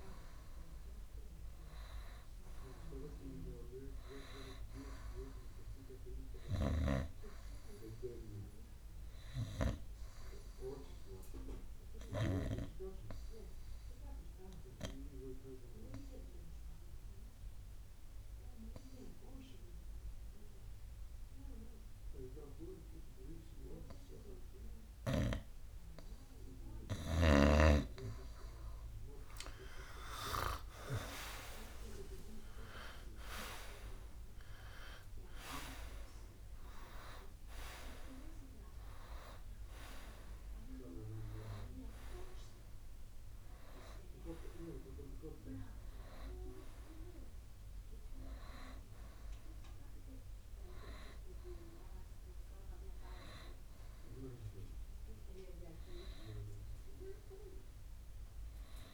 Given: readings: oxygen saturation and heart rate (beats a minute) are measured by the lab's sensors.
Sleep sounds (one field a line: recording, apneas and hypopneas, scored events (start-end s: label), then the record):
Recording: breathing in sleep by a room microphone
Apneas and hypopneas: 1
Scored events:
0.00-3.50 s: arousal
13.50-27.00 s: obstructive apnea (oxygen 94% before, 91% lowest, heart rate 62 before, 58 extreme, up 11 after)
29.50-34.00 s: arousal
38.00-47.00 s: oxygen desaturation (device-marked, oxygen 95% before, 92% lowest, heart rate 63 before, 54 extreme)
From the record:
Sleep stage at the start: N2 (light sleep)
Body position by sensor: on the right side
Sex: male